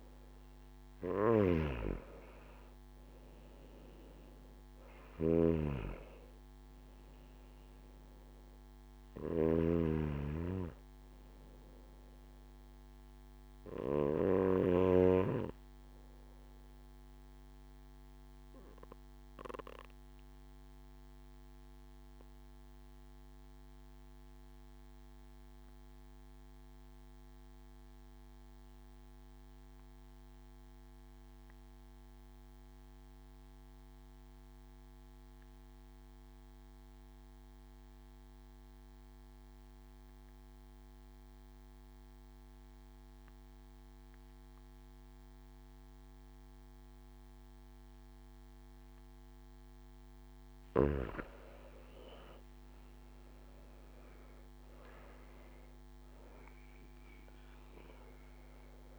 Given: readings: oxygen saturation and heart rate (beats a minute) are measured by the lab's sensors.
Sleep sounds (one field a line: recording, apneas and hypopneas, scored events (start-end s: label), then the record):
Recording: breathing in sleep by a microphone on the trachea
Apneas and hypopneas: 1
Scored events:
0.00-14.50 s: snoring (device-marked)
0.00-26.00 s: oxygen desaturation (device-marked, oxygen 89% lowest)
18.00-48.50 s: obstructive apnea (oxygen 95% before, 89% lowest)
48.00-58.99 s: oxygen desaturation (device-marked, oxygen 96% before, 91% lowest)
51.00-54.00 s: arousal
From the record:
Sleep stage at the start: N1 (lightest sleep)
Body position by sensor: on the back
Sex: male